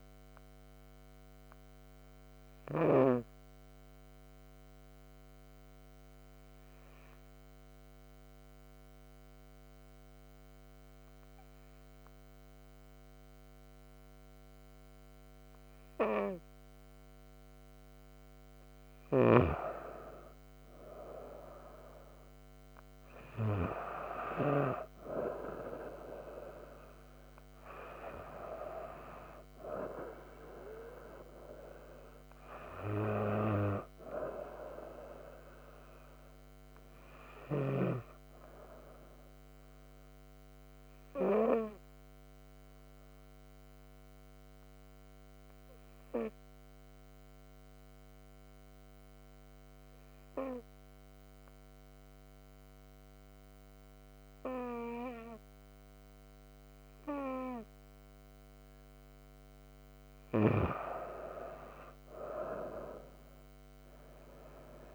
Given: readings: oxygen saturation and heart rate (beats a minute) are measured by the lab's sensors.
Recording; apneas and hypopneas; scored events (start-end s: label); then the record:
breathing in sleep by a microphone on the trachea; 2
0.00-3.00 s: oxygen desaturation (device-marked, oxygen 93% lowest)
3.00-18.00 s: obstructive apnea (oxygen 96% before, 92% lowest)
23.50-28.50 s: arousal
28.00-40.00 s: oxygen desaturation (device-marked, oxygen 96% before, 93% lowest)
42.50-58.00 s: obstructive apnea (oxygen 97% before, 92% lowest)
58.00-64.95 s: oxygen desaturation (device-marked, oxygen 96% before, 92% lowest)
59.50-64.50 s: arousal
From the record:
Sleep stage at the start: N2 (light sleep); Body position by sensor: on the right side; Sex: female